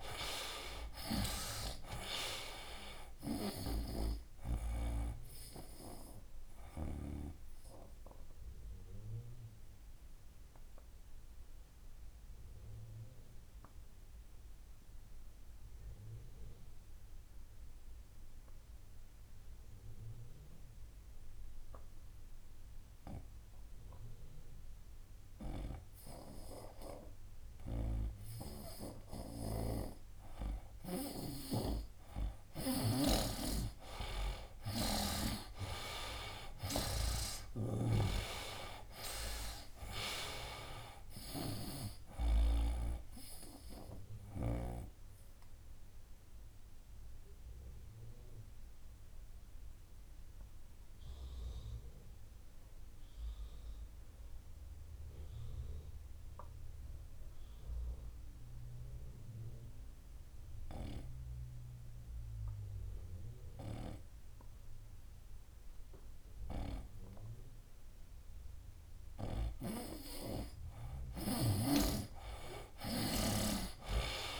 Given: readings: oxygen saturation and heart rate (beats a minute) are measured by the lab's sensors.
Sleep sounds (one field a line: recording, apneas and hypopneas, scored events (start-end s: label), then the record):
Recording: breathing in sleep by a room microphone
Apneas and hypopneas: 2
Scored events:
0.00-3.50 s: snoring (device-marked)
0.00-26.00 s: oxygen desaturation (device-marked, oxygen 80% lowest, heart rate 65 extreme)
7.00-30.50 s: obstructive apnea (oxygen 97% before, 80% lowest, heart rate 72 before, 64 extreme, up 12 after)
29.00-38.00 s: snoring (device-marked)
32.50-36.50 s: arousal
33.00-68.00 s: oxygen desaturation (device-marked, oxygen 96% before, 81% lowest, heart rate 66 before, 62 extreme)
43.00-69.00 s: obstructive apnea (oxygen 96% before, 81% lowest, heart rate 71 before, 62 extreme, up 13 after)
71.00-74.40 s: snoring (device-marked)
From the record:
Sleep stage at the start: N2 (light sleep)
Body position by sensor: on the right side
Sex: male